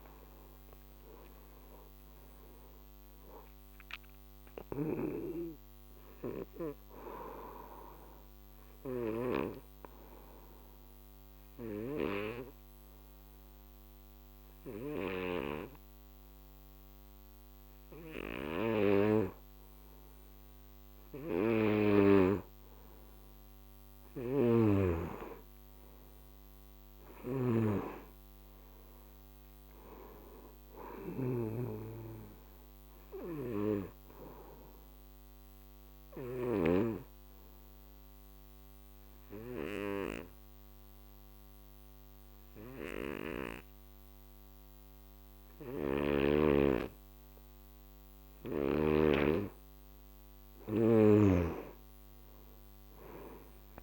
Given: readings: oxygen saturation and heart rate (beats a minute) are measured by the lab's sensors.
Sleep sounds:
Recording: breathing in sleep by a microphone on the trachea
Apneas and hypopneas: 2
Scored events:
4.50-9.50 s: snoring (device-marked)
8.00-23.50 s: obstructive apnea (oxygen 97% before, 87% lowest, heart rate 66 before, 52 extreme, up 16 after)
11.50-36.50 s: snoring (device-marked)
25.50-28.50 s: arousal
27.50-46.50 s: oxygen desaturation (device-marked, oxygen 97% before, 89% lowest, heart rate 56 before, 52 extreme)
33.00-49.50 s: obstructive apnea (oxygen 97% before, 87% lowest, heart rate 59 before, 52 extreme, up 21 after)
45.50-49.00 s: snoring (device-marked)
51.00-53.50 s: arousal
From the record:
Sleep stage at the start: N2 (light sleep)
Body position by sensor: on the back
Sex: male

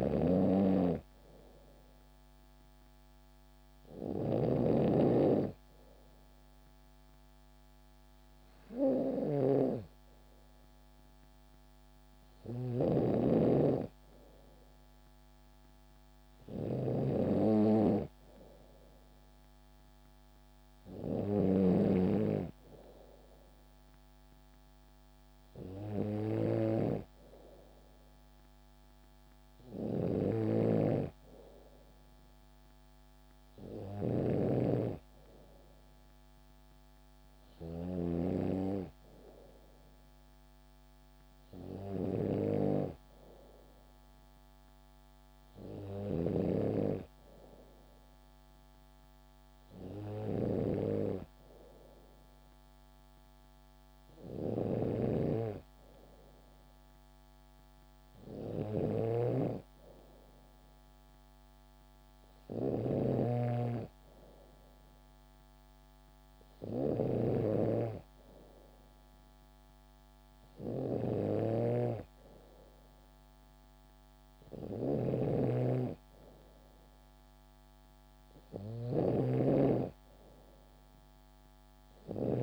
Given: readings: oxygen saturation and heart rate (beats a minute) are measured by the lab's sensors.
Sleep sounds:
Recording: breathing in sleep by a microphone on the trachea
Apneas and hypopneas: none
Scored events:
0.00-37.50 s: snoring (device-marked)
45.50-82.43 s: snoring (device-marked)
From the record:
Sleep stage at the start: N2 (light sleep)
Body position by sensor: on the back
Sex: female

